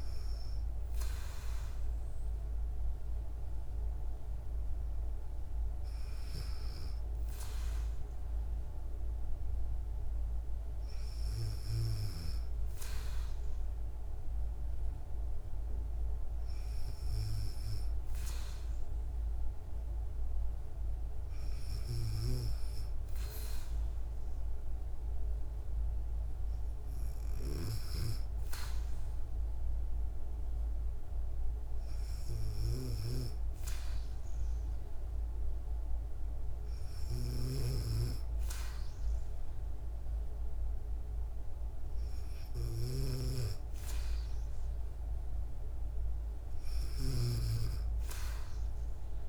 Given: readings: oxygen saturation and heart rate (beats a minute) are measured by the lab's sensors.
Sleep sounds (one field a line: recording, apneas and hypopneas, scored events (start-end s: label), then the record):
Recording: breathing in sleep by a room microphone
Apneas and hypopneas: none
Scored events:
36.50-47.00 s: snoring (device-marked)
From the record:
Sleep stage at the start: N2 (light sleep)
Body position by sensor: on the back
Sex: female